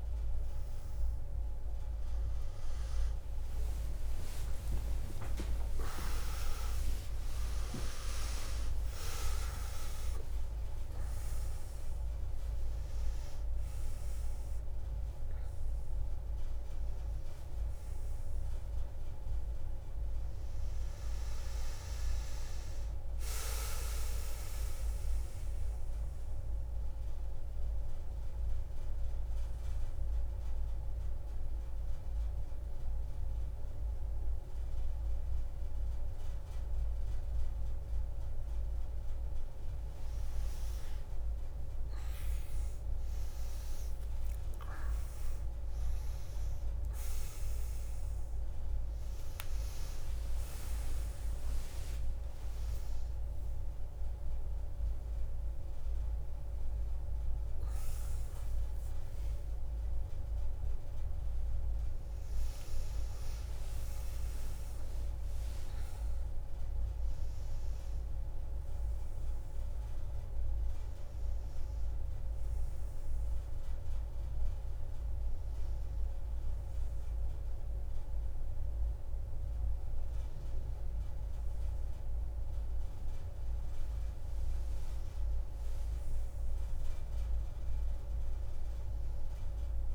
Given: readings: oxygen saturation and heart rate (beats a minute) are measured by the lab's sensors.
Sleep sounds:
a person awake in a sleep study, by a room microphone; none
0.00-29.00 s: oxygen desaturation (device-marked, oxygen 90% lowest)
17.00-89.95 s: new sleep stage, awake
From the record:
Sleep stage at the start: N1 (lightest sleep); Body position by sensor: on the back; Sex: female

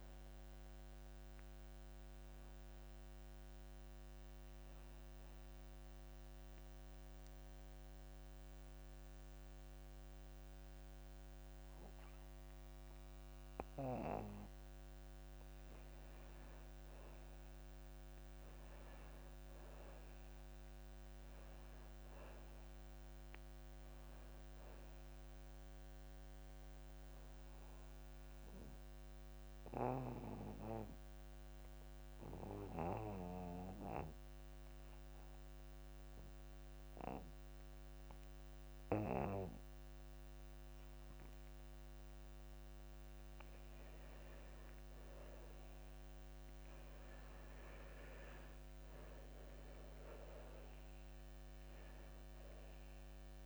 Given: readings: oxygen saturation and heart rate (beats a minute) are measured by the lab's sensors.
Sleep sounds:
breathing in sleep by a microphone on the trachea; 2
0.00-22.00 s: oxygen desaturation (device-marked, oxygen 89% lowest)
6.00-16.00 s: mixed apnea (oxygen 95% before, 89% lowest)
11.00-13.00 s: long interval between heartbeats (device-marked)
14.00-16.00 s: long interval between heartbeats (device-marked)
20.00-24.00 s: arousal
30.00-43.50 s: obstructive apnea (oxygen 96% before, 89% lowest)
36.00-45.00 s: oxygen desaturation (device-marked, oxygen 96% before, 92% lowest)
37.00-39.00 s: long interval between heartbeats (device-marked)
42.50-44.50 s: long interval between heartbeats (device-marked)
45.50-49.50 s: arousal
From the record:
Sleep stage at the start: N2 (light sleep); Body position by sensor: on the back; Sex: male

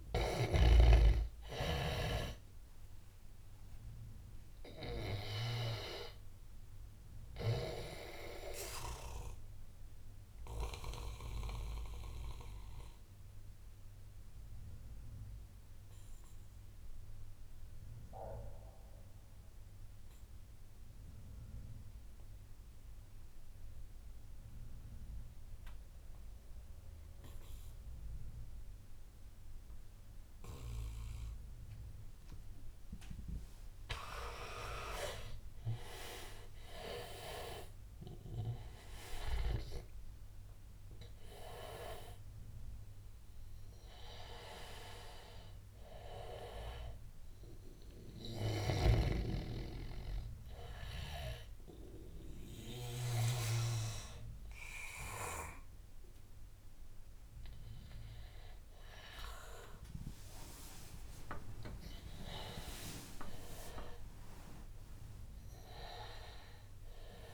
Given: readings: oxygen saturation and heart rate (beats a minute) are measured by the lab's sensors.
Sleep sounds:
breathing in sleep by a room microphone; 2
0.00-5.00 s: snoring (device-marked)
0.00-16.50 s: oxygen desaturation (device-marked, oxygen 80% lowest, heart rate 77 extreme)
5.00-34.50 s: obstructive apnea (oxygen 99% before, 80% lowest, heart rate 87 before, 77 extreme, up 12 after)
29.50-59.50 s: oxygen desaturation (device-marked, oxygen 100% before, 84% lowest, heart rate 81 before, 82 extreme)
36.50-40.50 s: arousal
47.50-60.00 s: hypopnea (oxygen 100% before, 84% lowest, heart rate 85 before, 86 extreme, up 14 after)
48.50-53.00 s: snoring (device-marked)
62.50-66.50 s: arousal
From the record:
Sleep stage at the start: N2 (light sleep); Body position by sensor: on the back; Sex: male

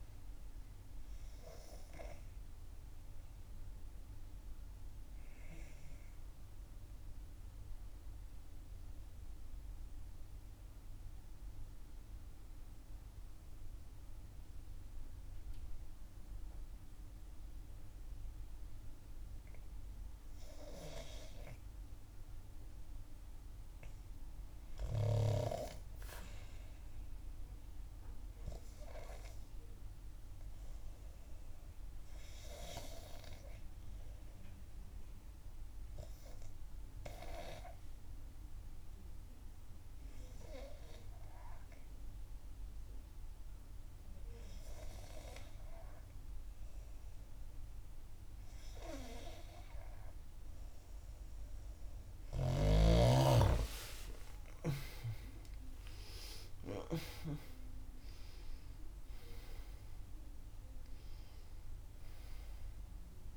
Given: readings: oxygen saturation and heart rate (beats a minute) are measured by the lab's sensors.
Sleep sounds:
breathing in sleep by a room microphone; 2
0.00-19.00 s: oxygen desaturation (device-marked, oxygen 91% lowest, heart rate 56 extreme)
3.50-23.00 s: obstructive apnea (oxygen 97% before, 91% lowest, heart rate 64 before, 56 extreme, up 8 after)
25.50-29.50 s: arousal
34.50-51.00 s: obstructive apnea (oxygen 97% before, 91% lowest, heart rate 61 before, 54 extreme, up 5 after)
53.50-58.50 s: arousal
56.00-58.00 s: long interval between heartbeats (device-marked, heart rate 62 before, 63 extreme)
From the record:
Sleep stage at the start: N2 (light sleep); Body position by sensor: on the back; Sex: female

